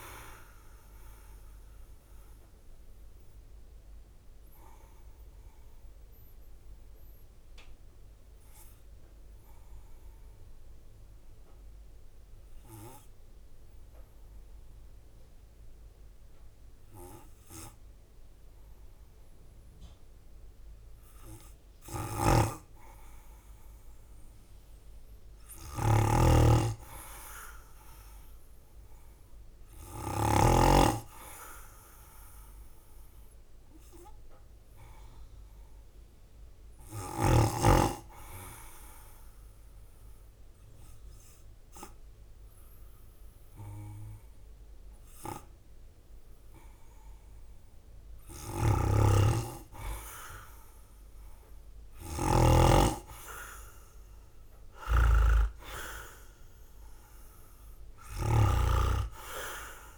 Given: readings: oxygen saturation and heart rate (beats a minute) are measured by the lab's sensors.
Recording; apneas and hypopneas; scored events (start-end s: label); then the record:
breathing in sleep by a room microphone; 2
0.00-3.00 s: drop in pulse transit time (device-marked, heart rate 59 extreme)
0.00-24.00 s: oxygen desaturation (device-marked, oxygen 86% lowest, heart rate 51 extreme)
1.50-21.00 s: obstructive apnea (oxygen 95% before, 86% lowest, heart rate 64 before, 53 extreme, up 3 after)
21.50-30.00 s: snoring (device-marked)
23.50-29.00 s: arousal
29.00-41.00 s: drop in pulse transit time (device-marked, heart rate 56 before, 54 extreme)
37.50-49.50 s: obstructive apnea (oxygen 100% before, 95% lowest, heart rate 56 before, 51 extreme, up 12 after)
52.00-59.98 s: oxygen desaturation (device-marked, oxygen 98% before, 95% lowest, heart rate 54 before, 52 extreme)
52.50-57.00 s: arousal
55.00-59.98 s: drop in pulse transit time (device-marked, heart rate 54 before, 55 extreme)
From the record:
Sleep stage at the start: N2 (light sleep); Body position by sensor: on the right side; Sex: male